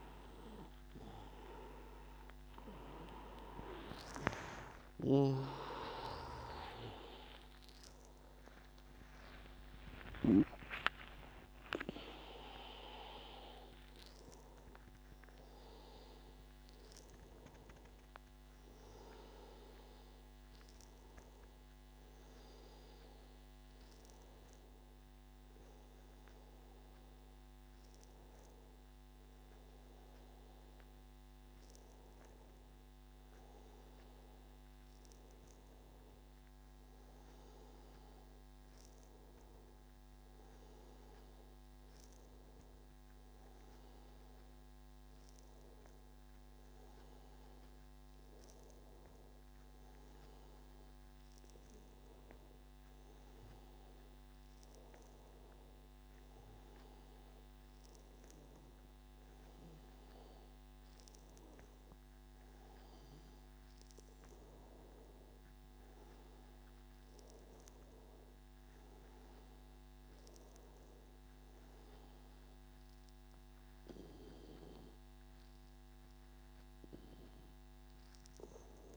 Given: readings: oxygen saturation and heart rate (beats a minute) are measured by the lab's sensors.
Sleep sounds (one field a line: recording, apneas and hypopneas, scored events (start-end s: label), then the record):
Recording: a person partly awake in a sleep study, by a microphone on the trachea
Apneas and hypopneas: none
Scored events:
11.50-19.50 s: oxygen desaturation (device-marked, oxygen 97% before, 93% lowest, heart rate 105 before, 91 extreme)
26.50-78.96 s: new sleep stage, N1 (lightest sleep)
From the record:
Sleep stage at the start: awake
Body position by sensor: on the back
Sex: male